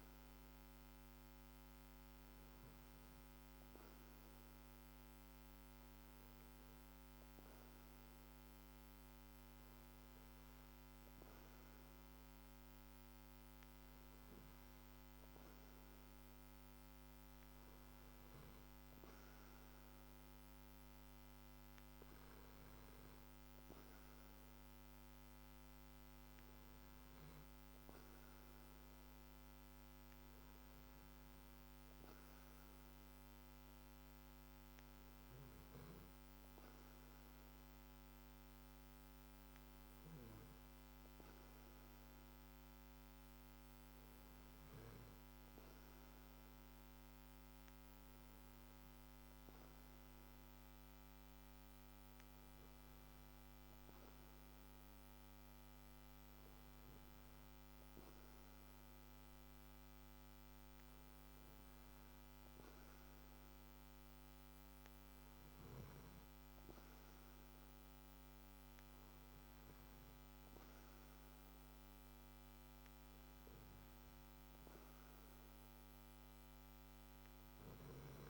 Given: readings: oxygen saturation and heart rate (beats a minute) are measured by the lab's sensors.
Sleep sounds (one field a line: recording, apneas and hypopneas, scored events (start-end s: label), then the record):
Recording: breathing in sleep, hard to hear, by a microphone on the trachea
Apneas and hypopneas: none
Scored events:
none scored
From the record:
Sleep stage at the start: N2 (light sleep)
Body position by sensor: on the back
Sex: male